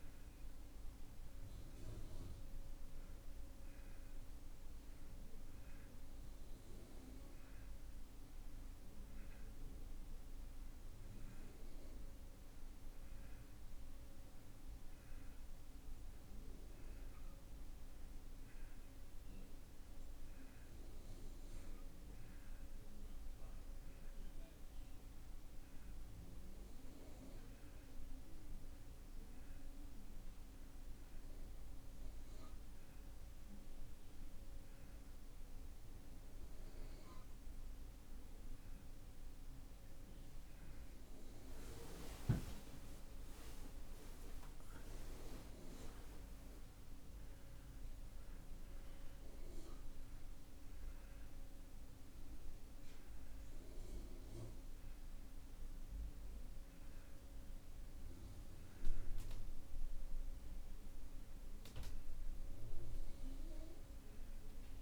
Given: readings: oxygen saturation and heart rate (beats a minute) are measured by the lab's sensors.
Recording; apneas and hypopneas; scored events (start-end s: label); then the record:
breathing in sleep by a room microphone; none
none scored
From the record:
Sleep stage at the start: N2 (light sleep); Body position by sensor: on the back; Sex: male